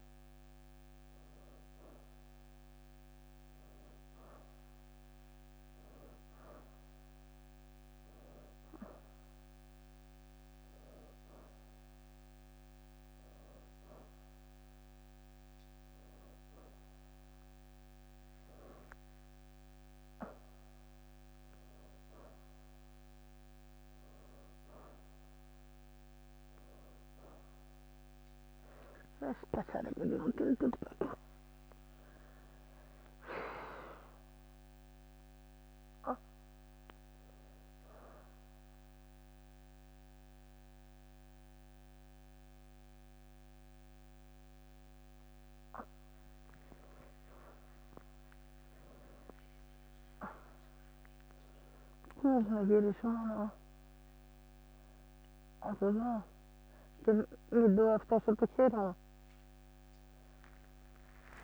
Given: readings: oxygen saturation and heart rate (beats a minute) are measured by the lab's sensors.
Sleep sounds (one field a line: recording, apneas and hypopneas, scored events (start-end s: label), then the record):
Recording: breathing in sleep by a microphone on the trachea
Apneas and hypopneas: none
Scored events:
3.50-8.50 s: leg movement (device-marked)
34.00-36.00 s: leg movement (device-marked)
36.00-38.00 s: leg movement (device-marked)
47.00-61.44 s: new sleep stage, awake
54.00-61.44 s: oxygen desaturation (device-marked, oxygen 97% before, 92% lowest, heart rate 116 before, 68 extreme)
From the record:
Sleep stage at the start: N1 (lightest sleep)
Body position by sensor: on the back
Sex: female